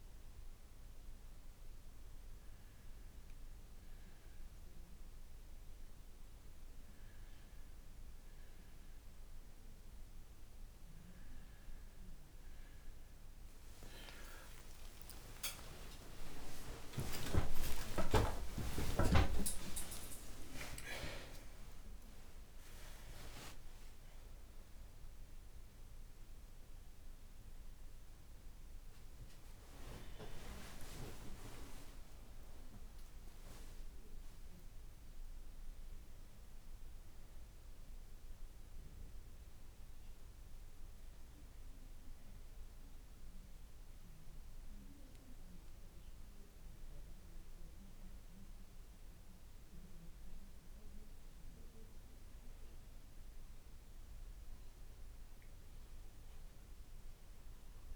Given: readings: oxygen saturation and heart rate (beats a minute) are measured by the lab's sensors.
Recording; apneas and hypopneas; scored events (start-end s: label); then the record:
breathing in sleep by a room microphone; none
13.50-20.00 s: arousal
50.50-57.96 s: new sleep stage, N2 (light sleep)
From the record:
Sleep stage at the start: N1 (lightest sleep); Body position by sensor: on the back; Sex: male